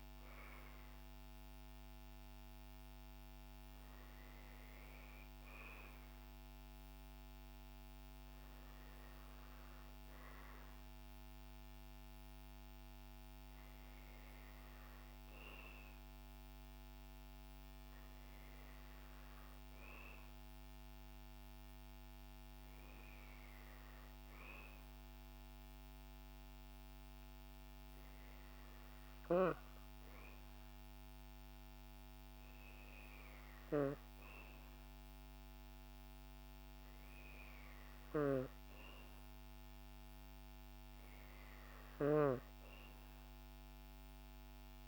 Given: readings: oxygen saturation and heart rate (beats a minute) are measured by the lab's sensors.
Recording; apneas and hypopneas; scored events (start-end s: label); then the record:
breathing in sleep, hard to hear, by a microphone on the trachea; none
none scored
From the record:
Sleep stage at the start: N2 (light sleep); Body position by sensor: on the back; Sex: female